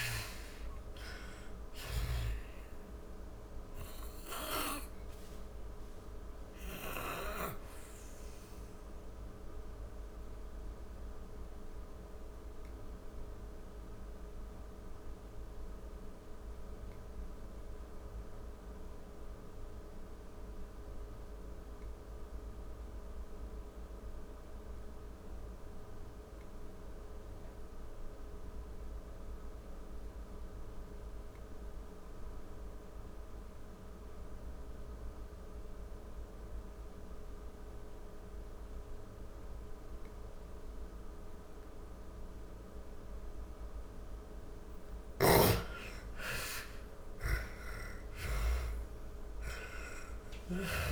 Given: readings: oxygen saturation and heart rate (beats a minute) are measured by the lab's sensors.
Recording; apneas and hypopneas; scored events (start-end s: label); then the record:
breathing in sleep by a room microphone; 1
0.00-20.50 s: oxygen desaturation (device-marked, oxygen 74% lowest)
4.50-41.00 s: obstructive apnea (oxygen 95% before, 73% lowest)
31.50-50.92 s: oxygen desaturation (device-marked, oxygen 98% before, 73% lowest, heart rate 47 before, 47 extreme)
43.50-47.00 s: snoring (device-marked)
44.50-50.00 s: arousal
From the record:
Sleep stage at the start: N2 (light sleep); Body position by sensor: on the back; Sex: female